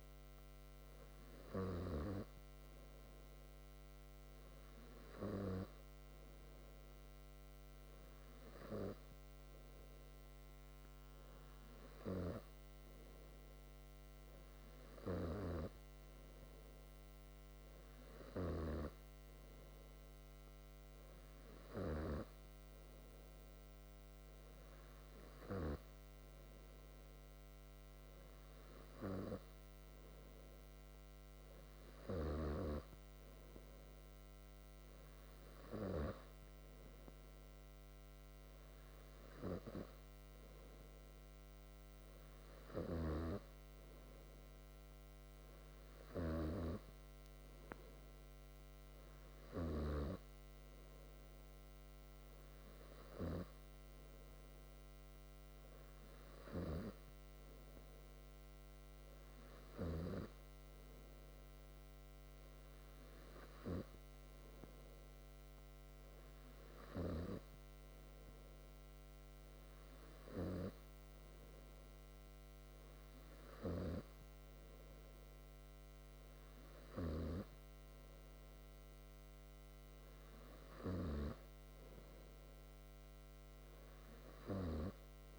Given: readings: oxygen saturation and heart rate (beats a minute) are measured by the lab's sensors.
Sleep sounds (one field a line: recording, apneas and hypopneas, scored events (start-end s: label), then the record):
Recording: breathing in sleep by a microphone on the trachea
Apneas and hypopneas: none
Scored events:
none scored
From the record:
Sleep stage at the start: N3 (deep sleep)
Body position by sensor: on the back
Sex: male